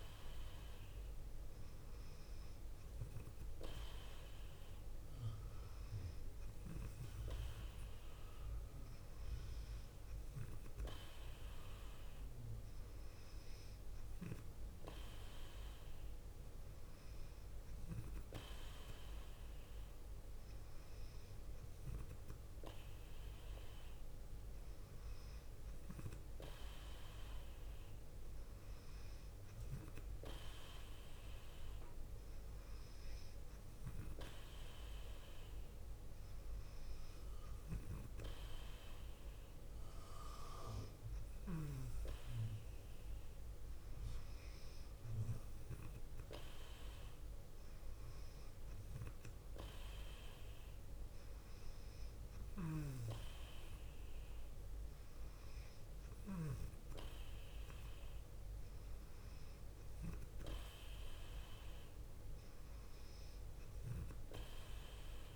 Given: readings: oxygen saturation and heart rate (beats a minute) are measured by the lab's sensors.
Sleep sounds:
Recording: breathing in sleep by a room microphone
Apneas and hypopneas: none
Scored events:
none scored
From the record:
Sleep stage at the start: N2 (light sleep)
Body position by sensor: on the left side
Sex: female

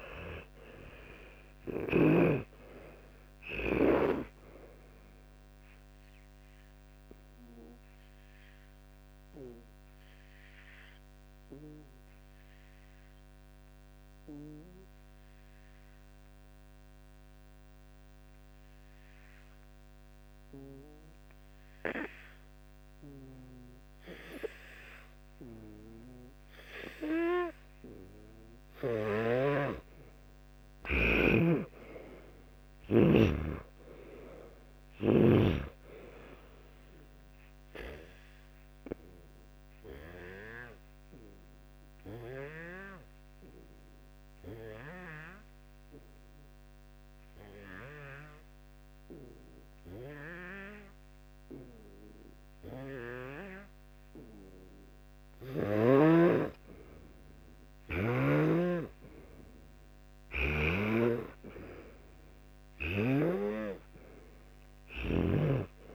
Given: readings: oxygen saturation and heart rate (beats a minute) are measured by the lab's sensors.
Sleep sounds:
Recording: breathing in sleep by a microphone on the trachea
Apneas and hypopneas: 2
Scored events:
0.00-2.00 s: snoring (device-marked)
0.00-17.00 s: oxygen desaturation (device-marked, oxygen 90% lowest, heart rate 57 extreme)
8.00-23.00 s: obstructive apnea (oxygen 99% before, 90% lowest, heart rate 68 before, 57 extreme, up 8 after)
24.50-29.50 s: arousal
29.00-33.00 s: snoring (device-marked)
40.00-49.00 s: oxygen desaturation (device-marked, oxygen 95% before, 90% lowest, heart rate 66 before, 58 extreme)
40.50-53.50 s: hypopnea (oxygen 95% before, 90% lowest, heart rate 66 before, 58 extreme, up 2 after)
57.00-63.00 s: arousal
63.00-65.95 s: snoring (device-marked)
From the record:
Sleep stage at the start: N2 (light sleep)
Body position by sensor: on the back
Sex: male

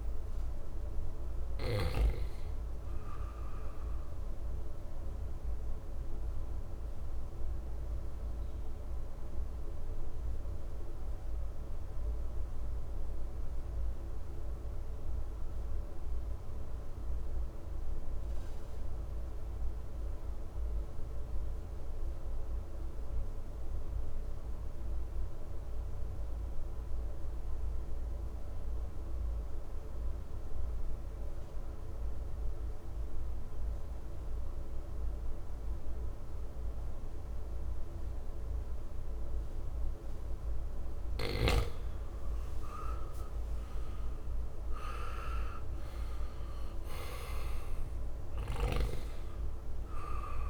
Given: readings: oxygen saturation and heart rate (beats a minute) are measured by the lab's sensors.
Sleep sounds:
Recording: breathing in sleep by a room microphone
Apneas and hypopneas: 1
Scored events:
0.00-14.50 s: oxygen desaturation (device-marked, oxygen 88% lowest, heart rate 53 extreme)
4.50-41.50 s: obstructive apnea (oxygen 97% before, 87% lowest, heart rate 64 before, 53 extreme, up 8 after)
30.50-50.50 s: oxygen desaturation (device-marked, oxygen 99% before, 87% lowest, heart rate 56 before, 56 extreme)
44.00-47.50 s: arousal
48.50-50.50 s: snoring (device-marked)
From the record:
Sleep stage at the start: N2 (light sleep)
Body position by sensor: on the right side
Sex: male

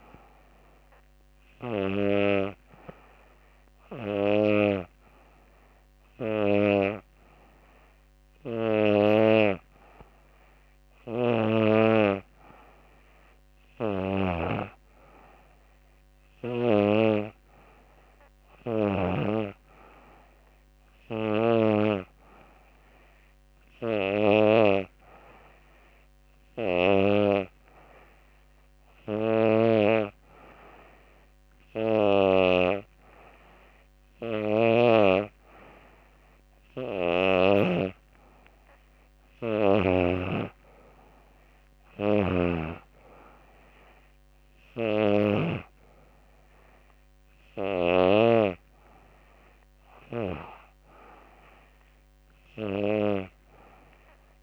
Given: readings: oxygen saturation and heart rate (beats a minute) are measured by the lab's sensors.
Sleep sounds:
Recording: breathing in sleep by a microphone on the trachea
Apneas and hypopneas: none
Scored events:
none scored
From the record:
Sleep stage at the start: N2 (light sleep)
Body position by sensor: on the back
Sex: female

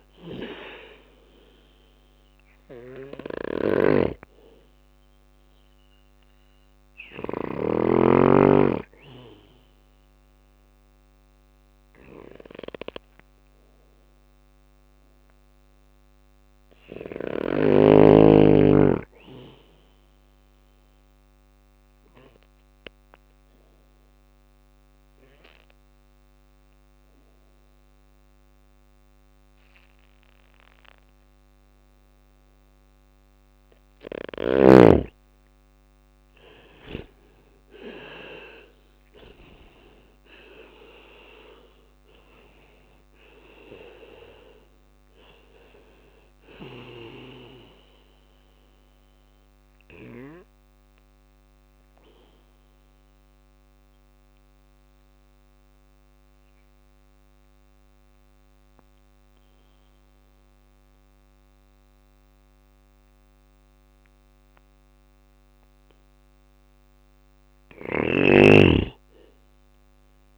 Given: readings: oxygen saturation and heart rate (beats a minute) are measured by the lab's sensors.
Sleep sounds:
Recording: breathing in sleep by a microphone on the trachea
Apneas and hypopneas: 3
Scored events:
0.00-6.50 s: snoring (device-marked)
0.00-17.00 s: oxygen desaturation (device-marked, oxygen 92% lowest, heart rate 56 extreme)
1.50-14.00 s: hypopnea (oxygen 99% before, 92% lowest, heart rate 60 before, 56 extreme, up 3 after)
5.00-15.00 s: bradycardia (device-marked, heart rate 60 before, 57 extreme)
15.50-18.50 s: arousal
16.00-34.00 s: bradycardia (device-marked, heart rate 60 before, 56 extreme)
20.00-32.50 s: obstructive apnea (oxygen 99% before, 92% lowest, heart rate 59 before, 56 extreme, up 9 after)
34.50-38.00 s: arousal
37.00-63.00 s: oxygen desaturation (device-marked, oxygen 97% before, 92% lowest, heart rate 58 before, 57 extreme)
39.00-51.00 s: drop in pulse transit time (device-marked, heart rate 58 before, 60 extreme)
48.00-62.00 s: bradycardia (device-marked, heart rate 60 before, 57 extreme)
49.00-65.50 s: obstructive apnea (oxygen 99% before, 92% lowest, heart rate 61 before, 57 extreme, up 7 after)
66.50-70.38 s: snoring (device-marked)
From the record:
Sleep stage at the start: N2 (light sleep)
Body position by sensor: on the back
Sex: male

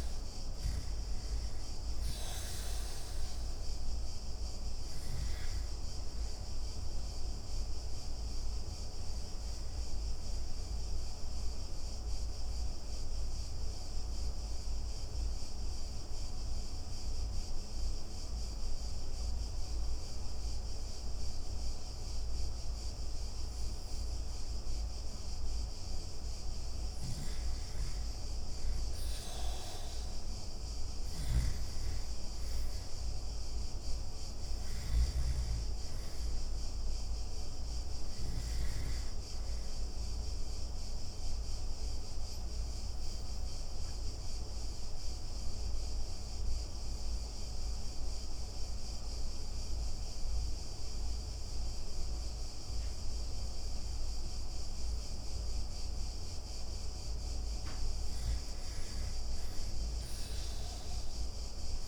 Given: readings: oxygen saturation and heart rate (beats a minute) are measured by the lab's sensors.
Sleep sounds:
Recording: breathing in sleep, hard to hear, by a room microphone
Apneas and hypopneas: 2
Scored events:
0.00-11.00 s: oxygen desaturation (device-marked, oxygen 90% lowest)
9.50-25.50 s: obstructive apnea (oxygen 97% before, 85% lowest)
17.00-26.00 s: oxygen desaturation (device-marked, oxygen 95% before, 87% lowest)
31.00-34.50 s: arousal
38.00-54.00 s: oxygen desaturation (device-marked, oxygen 97% before, 89% lowest)
40.50-57.50 s: obstructive apnea (oxygen 97% before, 84% lowest)
59.50-61.88 s: arousal
From the record:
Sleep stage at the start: N2 (light sleep)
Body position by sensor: on the back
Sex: male

